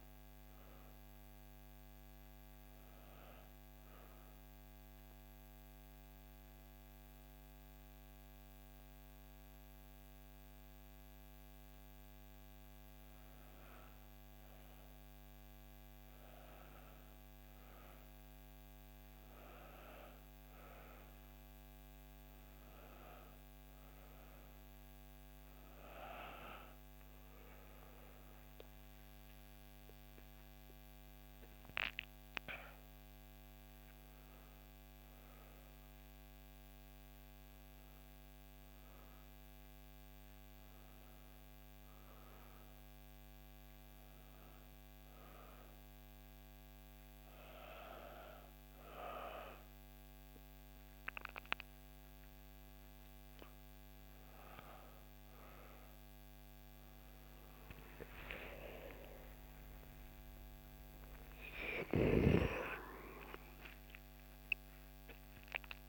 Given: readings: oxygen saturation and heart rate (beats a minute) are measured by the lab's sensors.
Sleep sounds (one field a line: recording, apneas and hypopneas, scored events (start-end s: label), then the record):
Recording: breathing in sleep by a microphone on the trachea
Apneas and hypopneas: 2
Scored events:
4.00-14.50 s: obstructive apnea (oxygen 97% before, 91% lowest, heart rate 68 before, 62 extreme, up 2 after)
17.50-21.50 s: arousal
24.00-46.00 s: oxygen desaturation (device-marked, oxygen 96% before, 91% lowest, heart rate 63 before, 63 extreme)
39.50-52.50 s: hypopnea (oxygen 96% before, 94% lowest, heart rate 67 before, 63 extreme, up 6 after)
57.00-62.00 s: arousal
61.50-63.50 s: long interval between heartbeats (device-marked, heart rate 65 before, 79 extreme)
From the record:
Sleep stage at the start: N1 (lightest sleep)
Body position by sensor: on the back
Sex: female